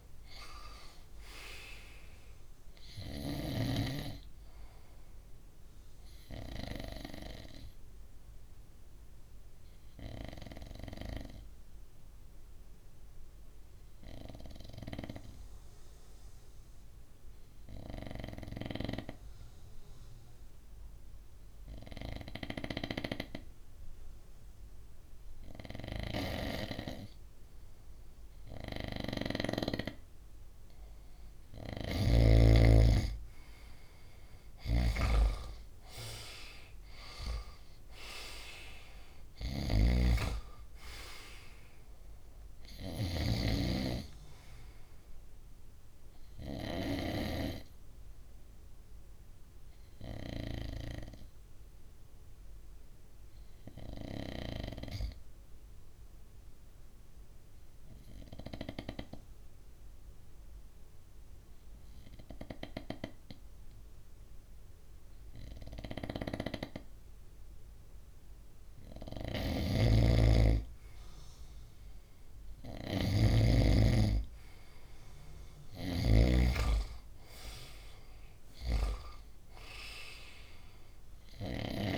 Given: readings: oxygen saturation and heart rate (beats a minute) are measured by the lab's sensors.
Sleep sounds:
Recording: breathing in sleep by a room microphone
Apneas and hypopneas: 2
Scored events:
7.00-29.50 s: obstructive apnea (oxygen 98% before, 93% lowest, heart rate 65 before, 58 extreme, up 4 after)
30.00-57.00 s: oxygen desaturation (device-marked, oxygen 97% before, 93% lowest, heart rate 61 before, 58 extreme)
31.00-43.00 s: snoring (device-marked)
32.00-36.00 s: arousal
48.50-67.00 s: obstructive apnea (oxygen 98% before, 93% lowest, heart rate 64 before, 59 extreme, up 1 after)
68.50-72.50 s: arousal
69.00-76.00 s: snoring (device-marked)
71.00-81.98 s: oxygen desaturation (device-marked, oxygen 98% before, 94% lowest, heart rate 60 before, 61 extreme)
From the record:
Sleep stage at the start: N2 (light sleep)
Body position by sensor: on the right side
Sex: male

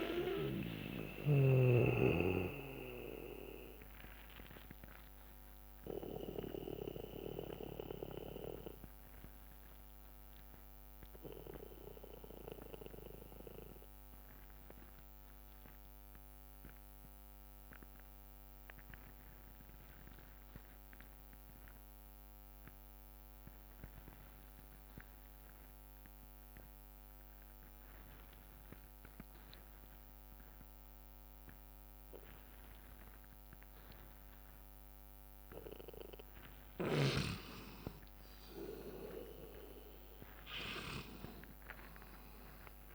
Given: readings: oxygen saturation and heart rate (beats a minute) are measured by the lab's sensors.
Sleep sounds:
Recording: breathing in sleep by a microphone on the trachea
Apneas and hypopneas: 1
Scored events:
0.00-1.00 s: drop in pulse transit time (device-marked, heart rate 65 extreme)
0.00-12.00 s: oxygen desaturation (device-marked, oxygen 82% lowest, heart rate 52 extreme)
0.00-17.00 s: bradycardia (device-marked, heart rate 52 extreme)
4.50-36.50 s: obstructive apnea (oxygen 96% before, 82% lowest, heart rate 84 before, 57 extreme, up 8 after)
33.00-36.00 s: bradycardia (device-marked, heart rate 65 before, 60 extreme)
33.00-42.95 s: oxygen desaturation (device-marked, oxygen 98% before, 89% lowest, heart rate 60 before, 56 extreme)
39.00-42.95 s: arousal
From the record:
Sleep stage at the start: N2 (light sleep)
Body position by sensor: on the back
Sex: male

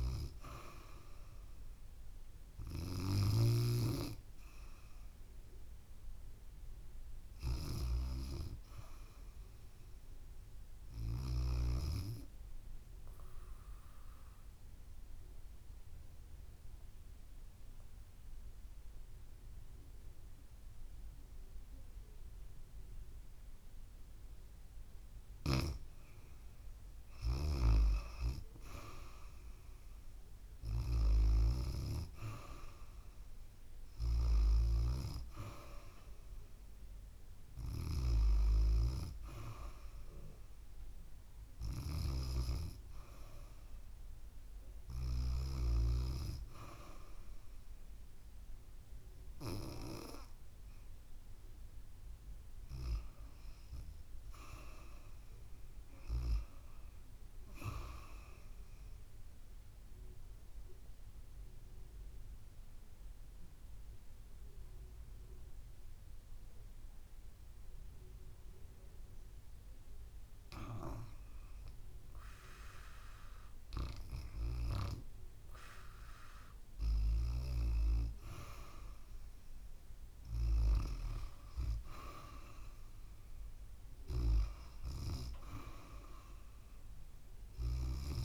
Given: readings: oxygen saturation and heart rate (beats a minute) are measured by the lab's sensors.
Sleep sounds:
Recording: breathing in sleep by a room microphone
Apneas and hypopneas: 2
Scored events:
0.00-2.50 s: arousal
0.00-4.00 s: snoring (device-marked)
12.00-24.50 s: obstructive apnea (oxygen 95% before, 90% lowest, heart rate 74 before, 67 extreme, up 2 after)
28.00-33.50 s: arousal
37.00-48.00 s: oxygen desaturation (device-marked, oxygen 95% before, 90% lowest, heart rate 69 before, 65 extreme)
52.00-56.00 s: arousal
58.50-71.00 s: obstructive apnea (oxygen 95% before, 88% lowest, heart rate 76 before, 68 extreme, up 9 after)
79.50-85.00 s: arousal
From the record:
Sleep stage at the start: REM sleep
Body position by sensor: on the back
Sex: female

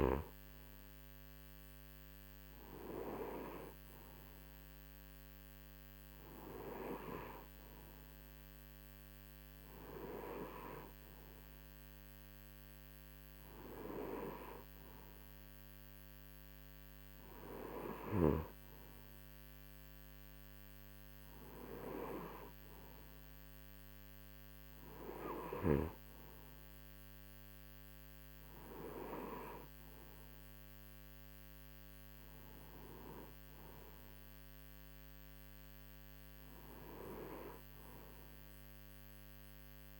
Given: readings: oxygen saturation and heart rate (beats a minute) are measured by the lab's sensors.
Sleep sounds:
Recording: breathing in sleep by a microphone on the trachea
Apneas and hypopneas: none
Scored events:
none scored
From the record:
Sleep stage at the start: N2 (light sleep)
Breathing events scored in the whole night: 169 in 4.0 hours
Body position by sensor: on the right side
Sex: male

